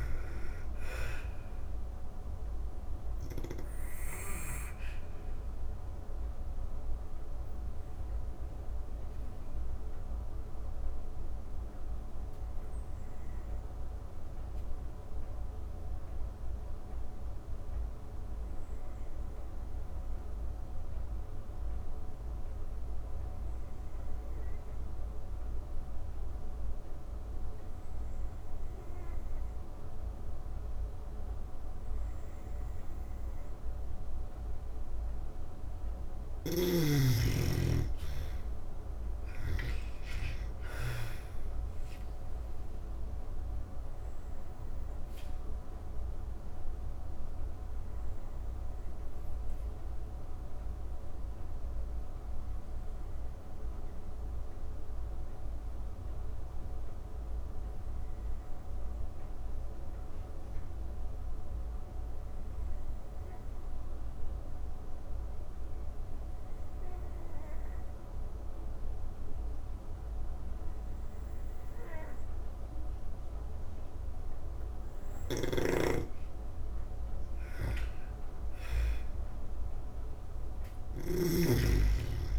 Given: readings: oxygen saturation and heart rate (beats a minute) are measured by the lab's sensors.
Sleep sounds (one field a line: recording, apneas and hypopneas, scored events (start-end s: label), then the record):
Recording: breathing in sleep by a room microphone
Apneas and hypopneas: 2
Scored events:
0.00-19.50 s: oxygen desaturation (device-marked, oxygen 84% lowest)
3.00-34.00 s: obstructive apnea (oxygen 99% before, 83% lowest)
34.50-67.50 s: oxygen desaturation (device-marked, oxygen 98% before, 83% lowest, heart rate 145 before, 48 extreme)
36.50-40.00 s: arousal
46.00-75.00 s: obstructive apnea (oxygen 99% before, 82% lowest, heart rate 99 before, 48 extreme)
77.00-80.50 s: arousal
77.50-82.38 s: oxygen desaturation (device-marked, oxygen 97% before, 83% lowest)
From the record:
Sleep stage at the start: N2 (light sleep)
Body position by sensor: on the back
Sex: female